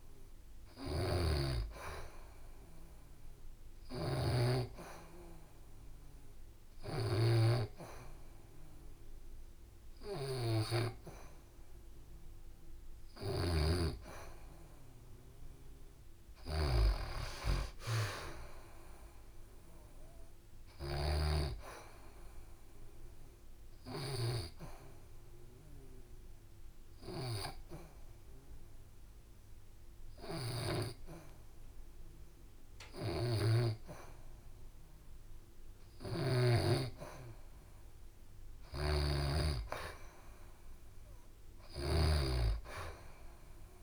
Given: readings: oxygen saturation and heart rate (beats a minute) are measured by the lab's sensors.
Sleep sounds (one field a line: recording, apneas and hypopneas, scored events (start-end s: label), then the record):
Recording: breathing in sleep by a room microphone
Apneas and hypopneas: 2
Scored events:
0.00-13.00 s: snoring (device-marked)
3.00-13.00 s: hypopnea (oxygen 93% before, 90% lowest, heart rate 72 before, 65 extreme, up 0 after)
14.50-18.50 s: arousal
23.00-34.00 s: obstructive apnea (oxygen 94% before, 90% lowest, heart rate 71 before, 65 extreme, up 4 after)
32.50-36.00 s: snoring (device-marked)
38.00-41.50 s: snoring (device-marked)
38.50-42.00 s: arousal
From the record:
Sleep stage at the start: N2 (light sleep)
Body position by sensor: on the back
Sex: female